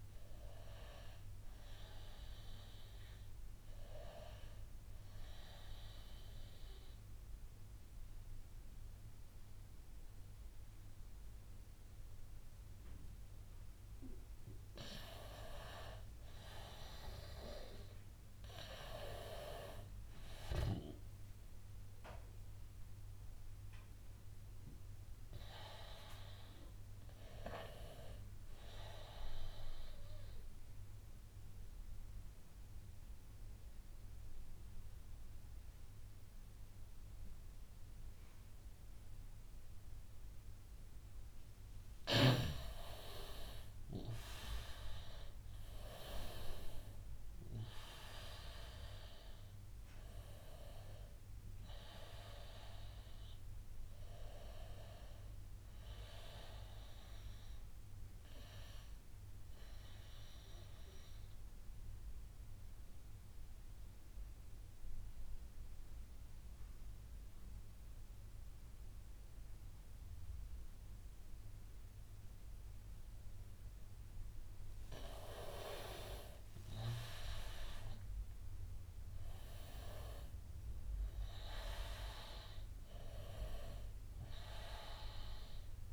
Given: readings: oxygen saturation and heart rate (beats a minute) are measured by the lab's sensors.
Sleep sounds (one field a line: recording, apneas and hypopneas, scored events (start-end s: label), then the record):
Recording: breathing in sleep by a room microphone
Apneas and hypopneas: 3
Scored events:
0.00-12.50 s: oxygen desaturation (device-marked, oxygen 90% lowest, heart rate 82 extreme)
5.00-15.00 s: obstructive apnea (oxygen 97% before, 89% lowest, heart rate 89 before, 82 extreme, up 3 after)
18.50-23.50 s: arousal
22.50-37.50 s: oxygen desaturation (device-marked, oxygen 98% before, 93% lowest, heart rate 89 before, 82 extreme)
30.50-41.50 s: obstructive apnea (oxygen 98% before, 89% lowest, heart rate 89 before, 82 extreme, up 8 after)
43.50-47.50 s: arousal
50.50-67.50 s: oxygen desaturation (device-marked, oxygen 96% before, 89% lowest, heart rate 85 before, 82 extreme)
59.50-74.50 s: obstructive apnea (oxygen 97% before, 87% lowest, heart rate 87 before, 82 extreme, up 11 after)
76.00-79.50 s: arousal
80.50-85.93 s: oxygen desaturation (device-marked, oxygen 98% before, 90% lowest, heart rate 84 before, 81 extreme)
From the record:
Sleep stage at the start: N2 (light sleep)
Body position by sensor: on the right side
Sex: male